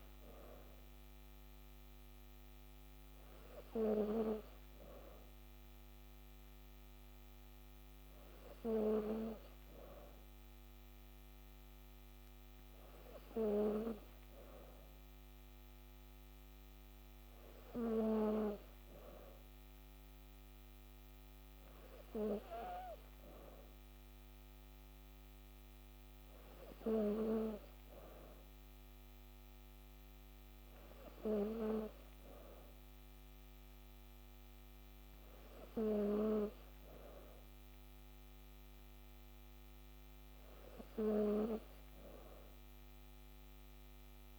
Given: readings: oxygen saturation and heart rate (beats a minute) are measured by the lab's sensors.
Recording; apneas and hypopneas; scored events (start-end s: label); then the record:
breathing in sleep by a microphone on the trachea; none
none scored
From the record:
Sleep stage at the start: N3 (deep sleep); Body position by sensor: on the back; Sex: female